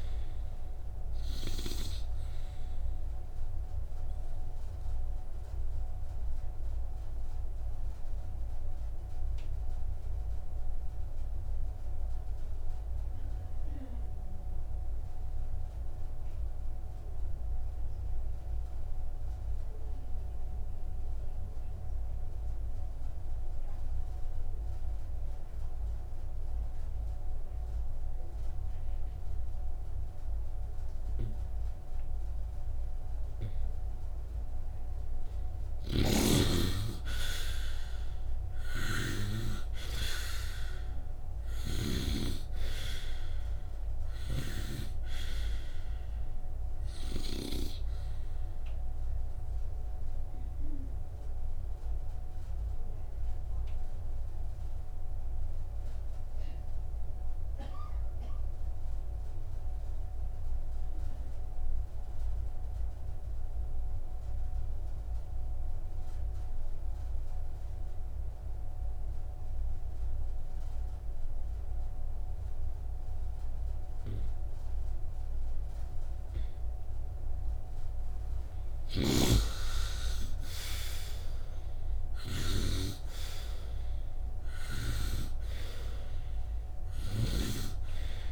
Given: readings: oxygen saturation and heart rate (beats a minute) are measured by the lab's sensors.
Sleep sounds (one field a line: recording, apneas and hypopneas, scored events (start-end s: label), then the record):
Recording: breathing in sleep by a room microphone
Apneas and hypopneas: 2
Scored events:
0.00-26.50 s: oxygen desaturation (device-marked, oxygen 70% lowest, heart rate 54 extreme)
4.50-35.50 s: obstructive apnea (oxygen 97% before, 68% lowest, heart rate 63 before, 57 extreme, up 7 after)
10.00-12.00 s: long interval between heartbeats (device-marked, heart rate 67 before, 81 extreme)
32.50-65.50 s: oxygen desaturation (device-marked, oxygen 95% before, 68% lowest, heart rate 69 before, 59 extreme)
36.00-42.50 s: snoring (device-marked)
37.50-42.00 s: arousal
50.50-77.50 s: obstructive apnea (oxygen 95% before, 68% lowest, heart rate 63 before, 59 extreme, up 2 after)
79.50-83.50 s: arousal
80.50-88.32 s: oxygen desaturation (device-marked, oxygen 96% before, 82% lowest, heart rate 65 before, 64 extreme)
From the record:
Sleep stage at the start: N2 (light sleep)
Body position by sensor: upright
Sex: male